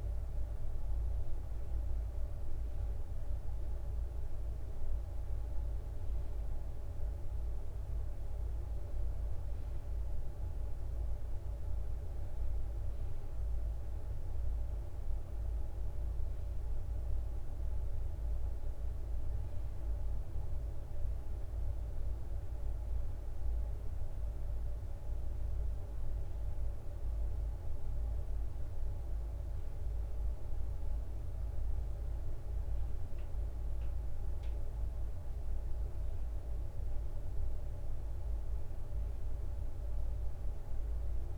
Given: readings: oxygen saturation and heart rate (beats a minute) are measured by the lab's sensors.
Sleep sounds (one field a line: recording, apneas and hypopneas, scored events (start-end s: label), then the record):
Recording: breathing in sleep, hard to hear, by a room microphone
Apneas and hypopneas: none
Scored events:
none scored
From the record:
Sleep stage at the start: N1 (lightest sleep)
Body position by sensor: on the right side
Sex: male